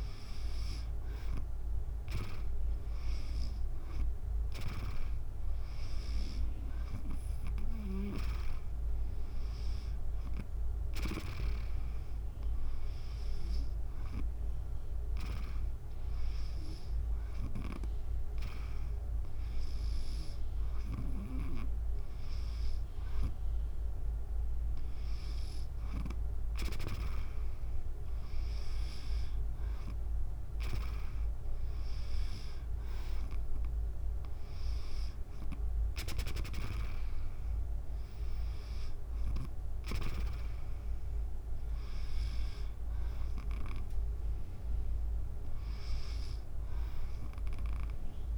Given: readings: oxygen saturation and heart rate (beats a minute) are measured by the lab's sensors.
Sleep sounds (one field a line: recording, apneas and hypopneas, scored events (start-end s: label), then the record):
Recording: breathing in sleep by a room microphone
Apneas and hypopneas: none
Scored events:
11.00-15.50 s: snoring (device-marked)
17.50-27.00 s: snoring (device-marked)
31.00-41.00 s: drop in pulse transit time (device-marked, heart rate 72 before, 63 extreme)
From the record:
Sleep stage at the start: N2 (light sleep)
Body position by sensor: on the back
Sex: female